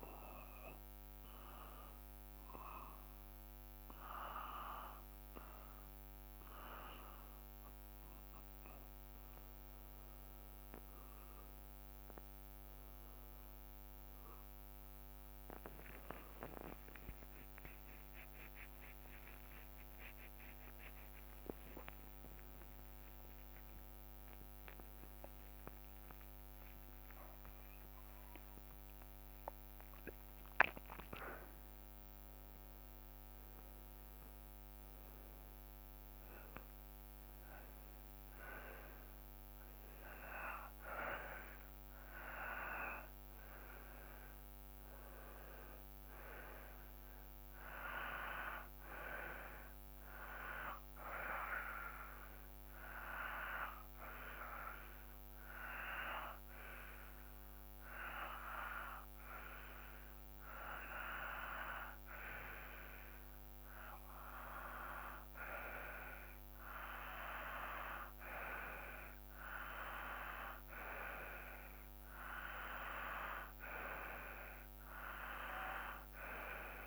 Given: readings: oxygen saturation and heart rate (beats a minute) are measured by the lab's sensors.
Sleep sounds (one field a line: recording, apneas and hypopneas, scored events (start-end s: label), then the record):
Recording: breathing in sleep by a microphone on the trachea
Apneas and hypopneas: none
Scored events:
12.50-27.50 s: drop in pulse transit time (device-marked, heart rate 58 before, 60 extreme)
14.50-21.50 s: tachycardia (device-marked, heart rate 65 before, 143 extreme)
16.00-18.00 s: long interval between heartbeats (device-marked, heart rate 59 before, 75 extreme)
19.00-21.00 s: long interval between heartbeats (device-marked, heart rate 63 before, 122 extreme)
25.50-30.50 s: arousal
From the record:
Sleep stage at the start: N2 (light sleep)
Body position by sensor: on the back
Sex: male